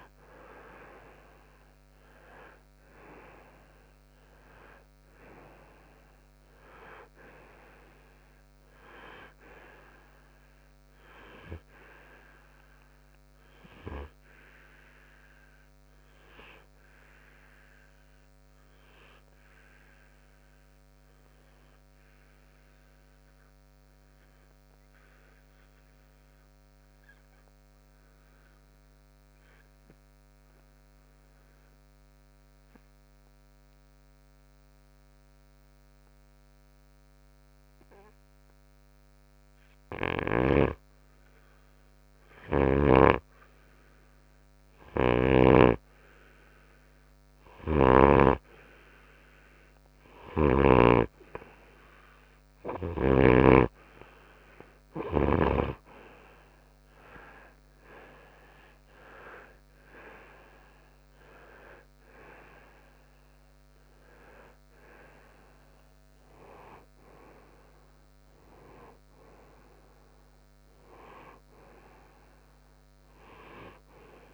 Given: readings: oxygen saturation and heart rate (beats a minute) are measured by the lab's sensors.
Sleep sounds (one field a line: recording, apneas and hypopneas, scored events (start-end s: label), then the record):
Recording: breathing in sleep by a microphone on the trachea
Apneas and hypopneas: 1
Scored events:
0.00-1.00 s: arousal
16.00-43.50 s: obstructive apnea (oxygen 97% before, 91% lowest, heart rate 65 before, 55 extreme, up 5 after)
26.50-37.50 s: oxygen desaturation (device-marked, oxygen 97% before, 92% lowest, heart rate 60 before, 57 extreme)
47.00-51.00 s: arousal
61.50-72.50 s: oxygen desaturation (device-marked, oxygen 96% before, 92% lowest, heart rate 64 before, 56 extreme)
From the record:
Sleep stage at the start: N2 (light sleep)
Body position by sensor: on the right side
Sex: male